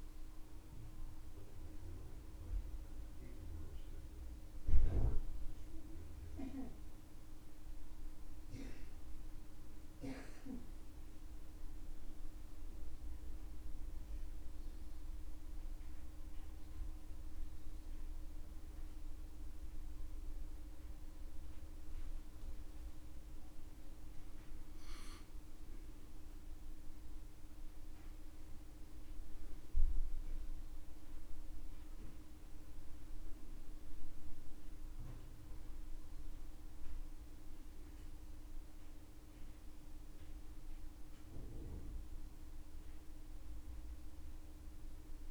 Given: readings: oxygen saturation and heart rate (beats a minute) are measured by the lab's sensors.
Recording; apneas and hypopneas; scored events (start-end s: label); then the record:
breathing in sleep, hard to hear, by a room microphone; 1
8.50-13.00 s: arousal
15.00-26.00 s: obstructive apnea (oxygen 98% before, 94% lowest, heart rate 69 before, 67 extreme, up 6 after)
29.00-32.50 s: arousal
From the record:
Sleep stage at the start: REM sleep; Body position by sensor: on the back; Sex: male